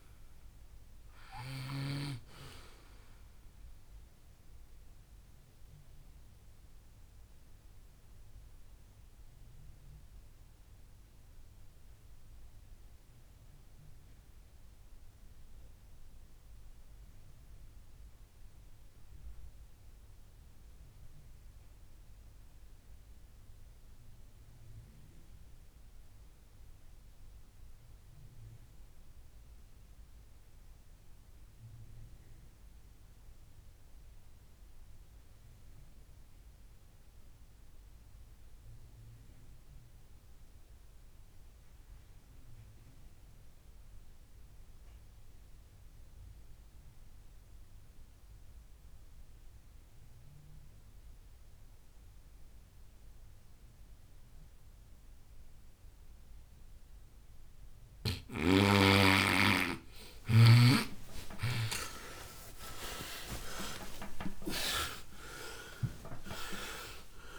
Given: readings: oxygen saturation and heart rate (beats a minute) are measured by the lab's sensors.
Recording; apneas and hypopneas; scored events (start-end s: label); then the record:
breathing in sleep by a room microphone; 1
0.00-18.50 s: oxygen desaturation (device-marked, oxygen 82% lowest, heart rate 59 extreme)
0.50-2.50 s: long interval between heartbeats (device-marked, heart rate 74 before, 82 extreme)
4.50-57.50 s: mixed apnea (oxygen 95% before, 81% lowest, heart rate 78 before, 58 extreme, up 33 after)
38.50-67.39 s: oxygen desaturation (device-marked, oxygen 98% before, 87% lowest, heart rate 64 before, 58 extreme)
62.00-66.50 s: arousal
63.50-65.50 s: long interval between heartbeats (device-marked, heart rate 63 before, 86 extreme)
From the record:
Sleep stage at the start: N2 (light sleep); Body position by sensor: on the right side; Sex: male